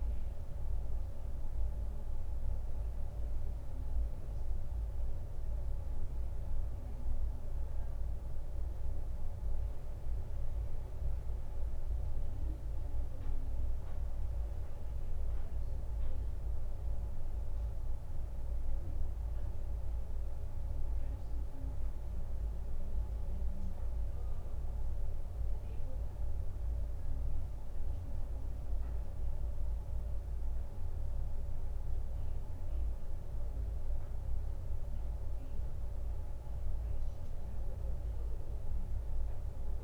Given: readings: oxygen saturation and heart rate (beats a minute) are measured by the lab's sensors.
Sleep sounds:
breathing in sleep, hard to hear, by a room microphone; none
none scored
From the record:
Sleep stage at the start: N2 (light sleep); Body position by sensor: on the right side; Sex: male

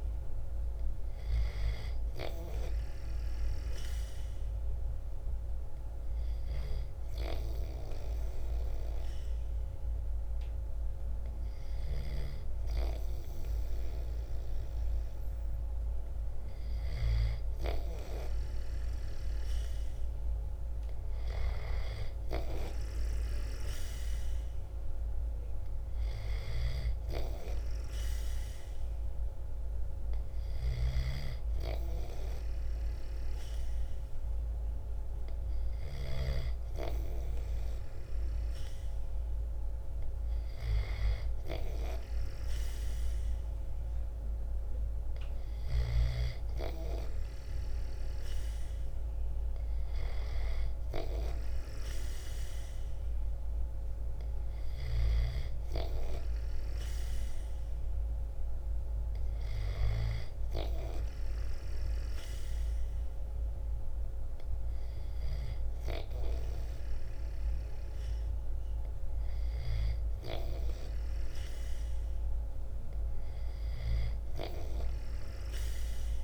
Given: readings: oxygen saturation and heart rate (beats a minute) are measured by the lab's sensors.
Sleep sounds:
breathing in sleep by a room microphone; 1
3.50-16.00 s: hypopnea (oxygen 94% before, 90% lowest, heart rate 55 before, 53 extreme, up 2 after)
7.50-26.50 s: oxygen desaturation (device-marked, oxygen 94% before, 90% lowest, heart rate 55 before, 53 extreme)
19.00-23.00 s: arousal
25.50-35.50 s: snoring (device-marked)
35.50-48.50 s: oxygen desaturation (device-marked, oxygen 95% before, 91% lowest, heart rate 55 before, 55 extreme)
From the record:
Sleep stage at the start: N2 (light sleep); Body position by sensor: on the back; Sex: male

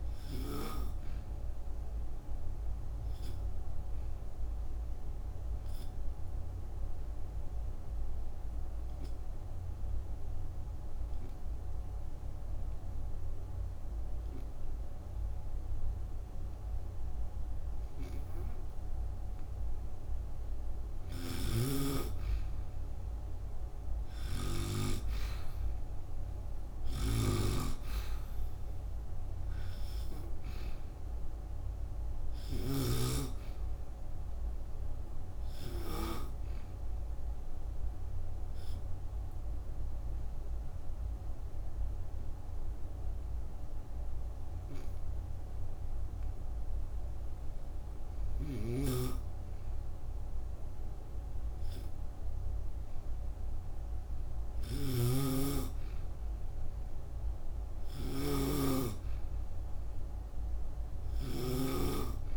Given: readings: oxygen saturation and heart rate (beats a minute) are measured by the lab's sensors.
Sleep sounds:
breathing in sleep by a room microphone; 2
0.00-24.50 s: oxygen desaturation (device-marked, oxygen 91% lowest)
2.50-20.00 s: obstructive apnea (oxygen 96% before, 91% lowest)
20.50-32.50 s: snoring (device-marked)
22.50-27.50 s: arousal
36.00-47.00 s: obstructive apnea (oxygen 96% before, 91% lowest)
46.50-61.50 s: oxygen desaturation (device-marked, oxygen 95% before, 91% lowest)
48.00-62.37 s: snoring (device-marked)
48.50-52.00 s: arousal
From the record:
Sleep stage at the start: N2 (light sleep); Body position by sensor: on the back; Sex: female

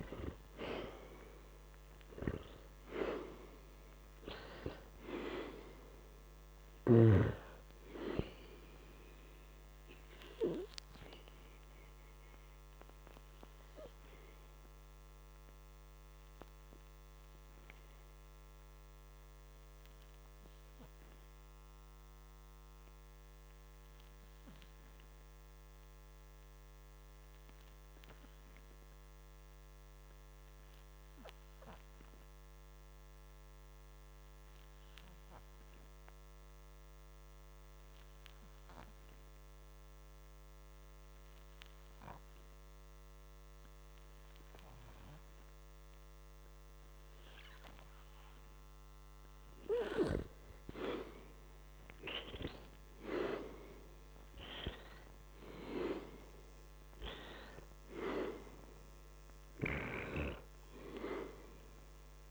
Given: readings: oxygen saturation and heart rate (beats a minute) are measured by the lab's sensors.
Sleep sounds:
breathing in sleep by a microphone on the trachea; 1
0.50-5.00 s: arousal
3.50-10.50 s: oxygen desaturation (device-marked, oxygen 97% before, 94% lowest, heart rate 52 before, 56 extreme)
14.50-46.50 s: hypopnea (oxygen 97% before, 86% lowest, heart rate 56 before, 52 extreme, up 0 after)
31.50-43.50 s: oxygen desaturation (device-marked, oxygen 96% before, 89% lowest, heart rate 59 before, 52 extreme)
50.00-54.00 s: arousal
From the record:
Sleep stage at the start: N2 (light sleep); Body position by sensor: on the back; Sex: male

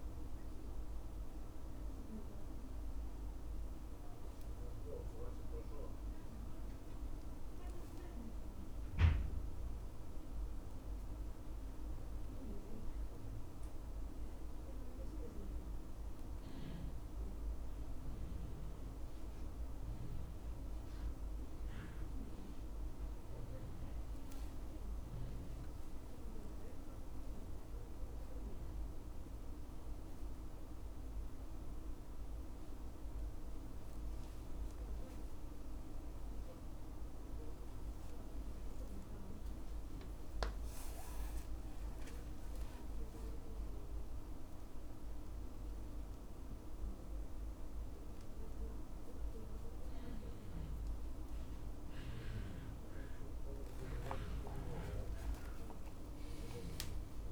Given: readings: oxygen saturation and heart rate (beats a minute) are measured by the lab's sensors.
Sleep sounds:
breathing in sleep, hard to hear, by a room microphone; none
0.00-6.00 s: oxygen desaturation (device-marked, oxygen 91% lowest, heart rate 73 extreme)
3.00-57.32 s: new sleep stage, N2 (light sleep)
From the record:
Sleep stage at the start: N1 (lightest sleep); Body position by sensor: on the back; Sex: male

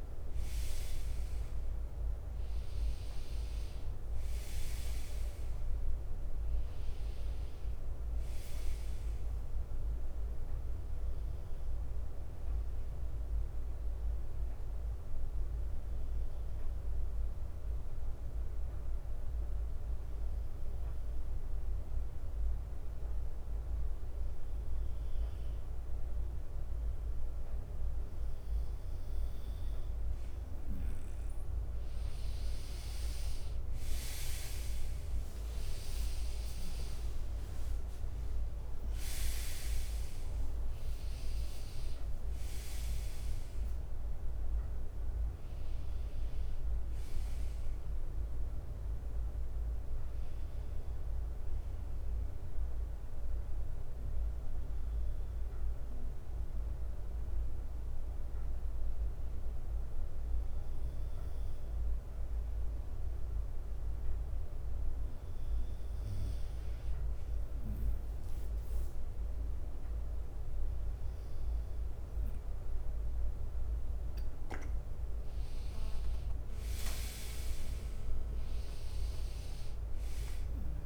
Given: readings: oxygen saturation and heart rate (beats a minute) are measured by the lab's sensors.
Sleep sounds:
breathing in sleep, hard to hear, by a room microphone; 2
0.00-1.50 s: arousal
1.50-24.50 s: oxygen desaturation (device-marked, oxygen 96% before, 92% lowest, heart rate 60 before, 55 extreme)
3.50-8.00 s: leg movement (device-marked)
11.00-28.50 s: hypopnea (oxygen 96% before, 91% lowest, heart rate 63 before, 55 extreme, up 8 after)
11.50-30.50 s: bradycardia (device-marked, heart rate 67 before, 55 extreme)
34.00-39.00 s: arousal
34.50-48.50 s: drop in pulse transit time (device-marked, heart rate 57 before, 61 extreme)
35.00-38.50 s: leg movement (device-marked)
35.50-61.50 s: oxygen desaturation (device-marked, oxygen 97% before, 91% lowest, heart rate 58 before, 54 extreme)
39.50-41.50 s: leg movement (device-marked)
49.00-64.00 s: hypopnea (oxygen 97% before, 91% lowest, heart rate 63 before, 54 extreme, up 4 after)
49.50-74.50 s: bradycardia (device-marked, heart rate 66 before, 54 extreme)
67.50-70.00 s: leg movement (device-marked)
68.00-71.50 s: arousal
68.50 s: drop in pulse transit time (device-marked)
73.50-80.86 s: oxygen desaturation (device-marked, oxygen 98% before, 93% lowest, heart rate 56 before, 56 extreme)
From the record:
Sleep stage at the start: N2 (light sleep); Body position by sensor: on the right side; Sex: male

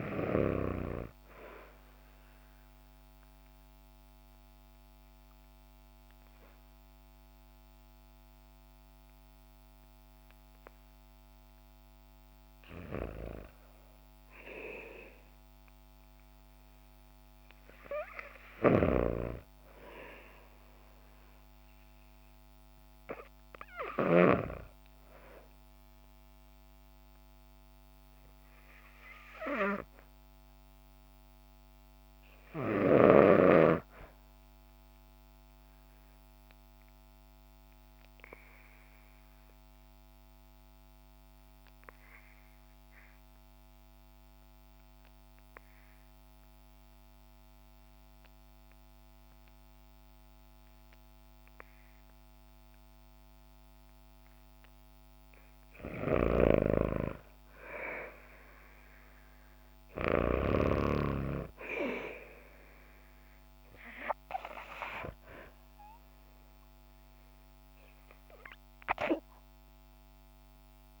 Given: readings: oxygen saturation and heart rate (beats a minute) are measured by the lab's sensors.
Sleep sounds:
breathing in sleep by a microphone on the trachea; 2
2.00-12.00 s: obstructive apnea (oxygen 100% before, 83% lowest, heart rate 64 before, 59 extreme, up 0 after)
13.00-16.50 s: arousal
18.50-24.50 s: snoring (device-marked)
21.00-32.00 s: oxygen desaturation (device-marked, oxygen 97% before, 93% lowest, heart rate 62 before, 55 extreme)
35.50-54.50 s: obstructive apnea (oxygen 99% before, 82% lowest, heart rate 60 before, 55 extreme, up 6 after)
53.00-71.00 s: oxygen desaturation (device-marked, oxygen 96% before, 82% lowest, heart rate 62 before, 50 extreme)
56.00-60.50 s: arousal
56.00-60.50 s: snoring (device-marked)
From the record:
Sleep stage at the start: REM sleep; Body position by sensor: on the back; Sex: female

